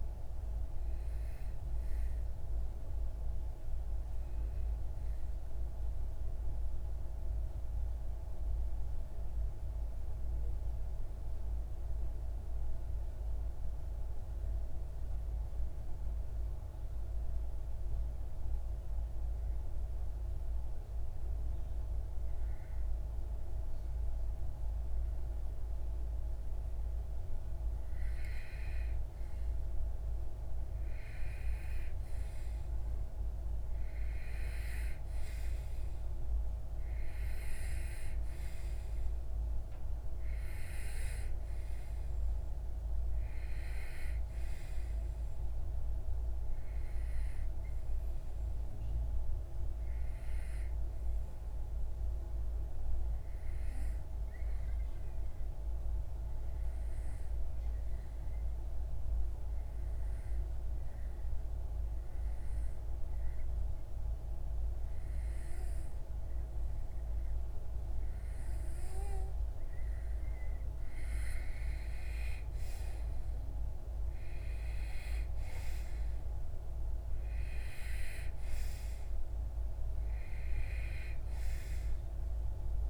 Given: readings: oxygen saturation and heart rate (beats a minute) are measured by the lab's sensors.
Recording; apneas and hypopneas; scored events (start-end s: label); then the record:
breathing in sleep, hard to hear, by a room microphone; 2
0.00-7.50 s: oxygen desaturation (device-marked, oxygen 91% lowest)
5.00-26.00 s: obstructive apnea (oxygen 95% before, 92% lowest)
28.00-31.50 s: arousal
28.50-51.50 s: oxygen desaturation (device-marked, oxygen 97% before, 93% lowest)
50.50-69.00 s: obstructive apnea (oxygen 97% before, 92% lowest)
69.50-82.90 s: oxygen desaturation (device-marked, oxygen 95% before, 92% lowest)
70.50-74.00 s: arousal
From the record:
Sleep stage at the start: N2 (light sleep); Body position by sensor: on the back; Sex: male